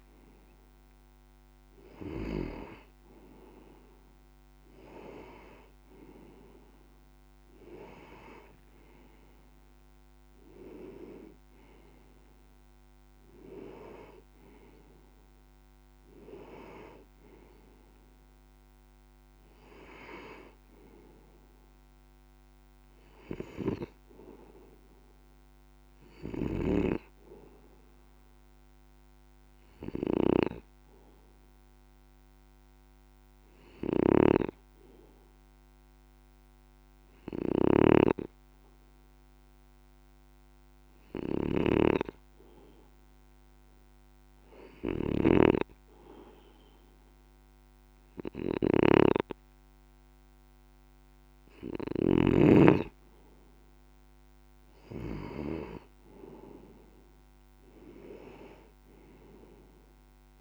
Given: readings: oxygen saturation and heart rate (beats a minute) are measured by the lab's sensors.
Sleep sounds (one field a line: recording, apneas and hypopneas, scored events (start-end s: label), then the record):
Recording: breathing in sleep by a microphone on the trachea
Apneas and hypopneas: 1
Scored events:
25.00-30.00 s: arousal
26.00-52.00 s: snoring (device-marked)
34.50-51.00 s: hypopnea (oxygen 95% before, 95% lowest, heart rate 145 before, 62 extreme, up 26 after)
55.00-58.50 s: arousal
From the record:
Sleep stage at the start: N2 (light sleep)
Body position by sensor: on the left side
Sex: male